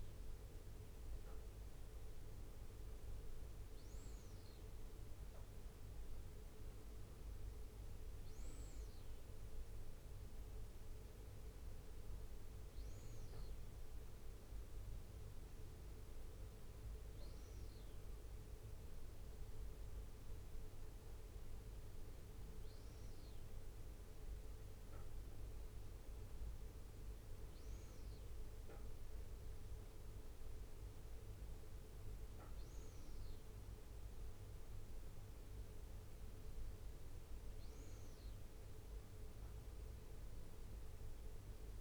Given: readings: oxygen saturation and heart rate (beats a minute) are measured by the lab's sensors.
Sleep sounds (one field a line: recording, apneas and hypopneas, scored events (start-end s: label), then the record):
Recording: breathing in sleep, hard to hear, by a room microphone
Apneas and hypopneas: none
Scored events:
none scored
From the record:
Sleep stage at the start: N2 (light sleep)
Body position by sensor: on the right side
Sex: male